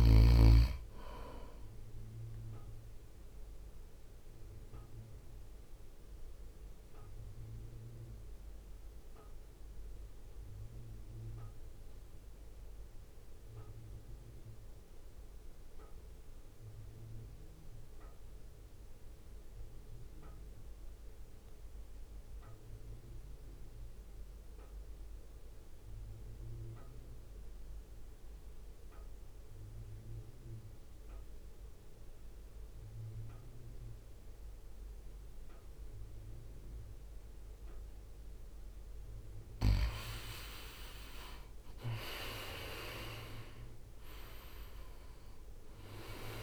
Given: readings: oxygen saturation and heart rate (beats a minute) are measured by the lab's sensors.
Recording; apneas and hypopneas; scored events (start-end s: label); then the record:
breathing in sleep by a room microphone; 1
0.00-8.50 s: drop in pulse transit time (device-marked, heart rate 55 extreme)
0.00-23.50 s: oxygen desaturation (device-marked, oxygen 79% lowest, heart rate 48 extreme)
3.50-37.50 s: mixed apnea (oxygen 94% before, 79% lowest, heart rate 57 before, 52 extreme, up 5 after)
41.50-46.43 s: arousal
41.50-46.43 s: drop in pulse transit time (device-marked, heart rate 61 before, 54 extreme)
From the record:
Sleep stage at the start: N2 (light sleep); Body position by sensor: on the right side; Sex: male